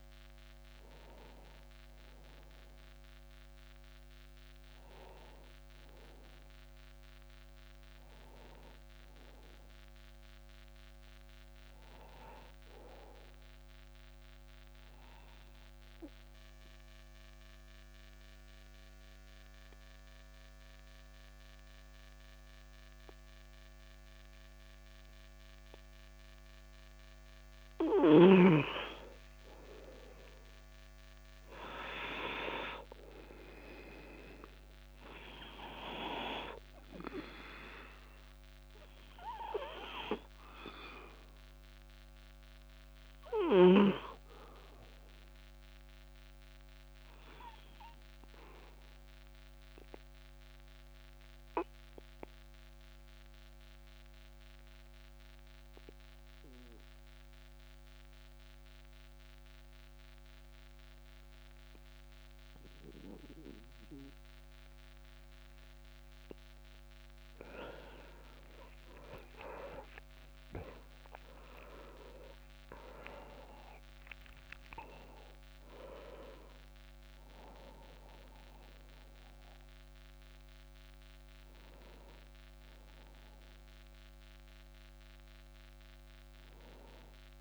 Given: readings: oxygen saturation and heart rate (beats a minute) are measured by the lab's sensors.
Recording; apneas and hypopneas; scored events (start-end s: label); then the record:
breathing in sleep by a microphone on the trachea; 2
0.00-12.00 s: oxygen desaturation (device-marked, oxygen 92% lowest, heart rate 28 extreme)
10.00-12.50 s: arousal
14.50-28.00 s: obstructive apnea (oxygen 99% before, 92% lowest)
30.50-33.50 s: arousal
40.00-60.00 s: oxygen desaturation (device-marked, oxygen 97% before, 92% lowest)
41.00-66.00 s: obstructive apnea (oxygen 99% before, 89% lowest)
67.50-71.00 s: arousal
71.00-87.41 s: oxygen desaturation (device-marked, oxygen 98% before, 89% lowest)
From the record:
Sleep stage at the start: N2 (light sleep); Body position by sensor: on the back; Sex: male